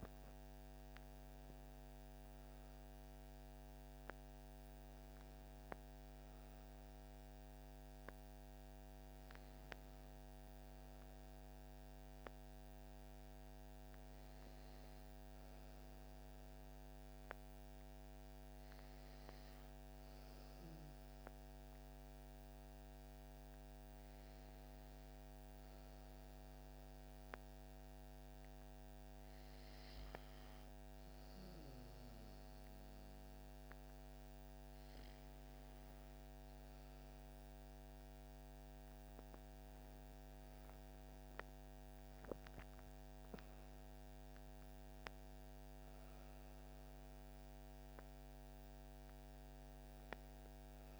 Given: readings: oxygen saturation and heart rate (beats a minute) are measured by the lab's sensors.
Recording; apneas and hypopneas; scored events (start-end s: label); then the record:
a person partly awake in a sleep study, hard to hear, by a microphone on the trachea; none
18.50-48.50 s: new sleep stage, N1 (lightest sleep)
40.50-44.50 s: arousal
48.50-51.00 s: new sleep stage, N2 (light sleep)
From the record:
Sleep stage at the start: awake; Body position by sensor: on the back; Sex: female